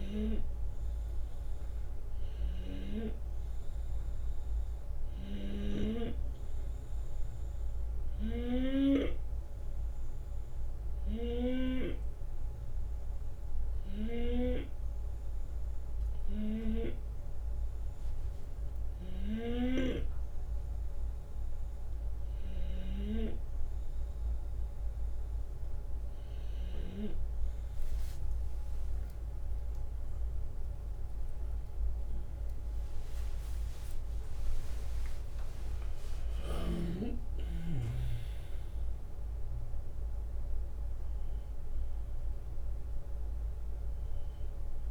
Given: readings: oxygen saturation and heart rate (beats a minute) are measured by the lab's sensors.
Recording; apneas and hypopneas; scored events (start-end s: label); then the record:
breathing in sleep by a room microphone; 1
10.50-21.50 s: hypopnea (oxygen 91% before, 90% lowest)
22.50-27.00 s: snoring (device-marked)
28.50-34.50 s: arousal
From the record:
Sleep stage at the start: N2 (light sleep); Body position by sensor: on the left side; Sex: male